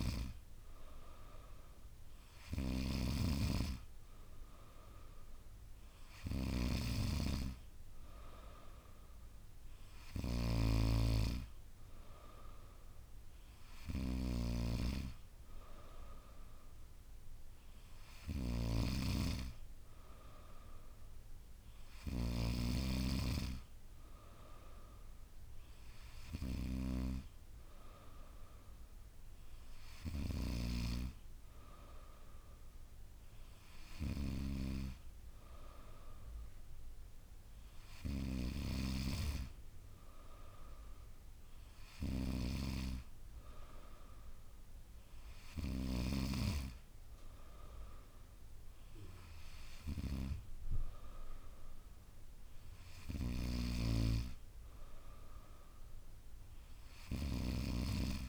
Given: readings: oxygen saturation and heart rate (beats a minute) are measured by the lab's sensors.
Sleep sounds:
breathing in sleep by a room microphone; none
0.00-3.00 s: snoring (device-marked)
From the record:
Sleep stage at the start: N3 (deep sleep); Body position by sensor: on the back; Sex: female

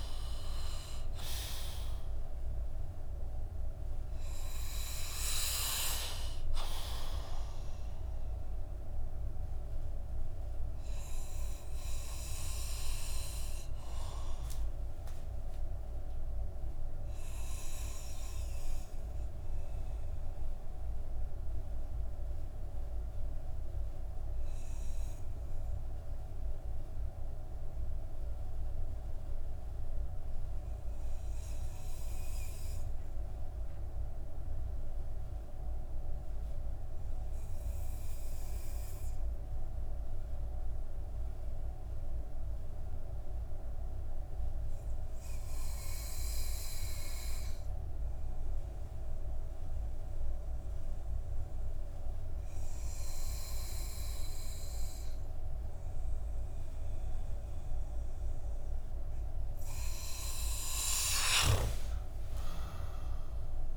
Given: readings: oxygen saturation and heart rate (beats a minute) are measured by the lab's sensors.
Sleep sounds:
breathing in sleep by a room microphone; 1
0.00-34.00 s: oxygen desaturation (device-marked, oxygen 88% lowest)
10.00-58.00 s: obstructive apnea (oxygen 96% before, 88% lowest)
59.00-62.50 s: arousal
From the record:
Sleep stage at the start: N2 (light sleep); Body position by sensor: on the back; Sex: male

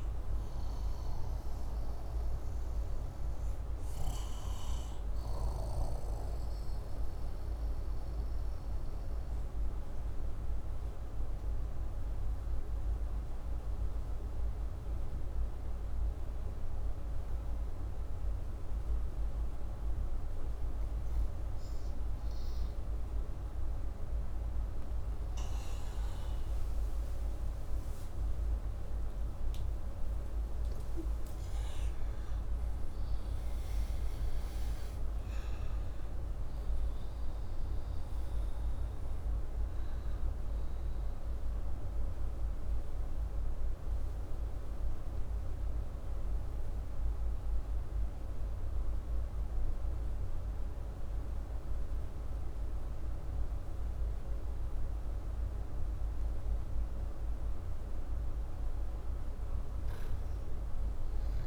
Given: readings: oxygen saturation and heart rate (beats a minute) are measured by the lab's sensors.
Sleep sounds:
a person awake in a sleep study, hard to hear, by a room microphone; 1
8.00-22.00 s: obstructive apnea (oxygen 98% before, 96% lowest, heart rate 69 before, 59 extreme, up 7 after)
24.00-61.47 s: new sleep stage, awake
From the record:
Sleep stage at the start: N1 (lightest sleep); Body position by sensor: upright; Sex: male

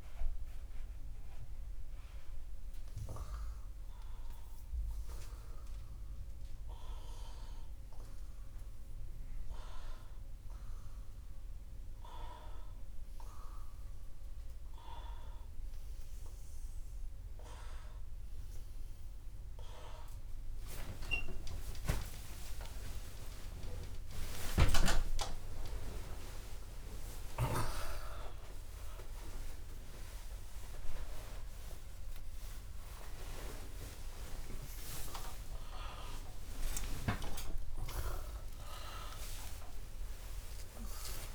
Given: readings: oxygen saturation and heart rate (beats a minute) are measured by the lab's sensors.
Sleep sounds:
a person awake in a sleep study, by a room microphone; none
0.00-24.50 s: oxygen desaturation (device-marked, oxygen 96% lowest, heart rate 79 extreme)
From the record:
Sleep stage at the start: awake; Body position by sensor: upright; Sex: male

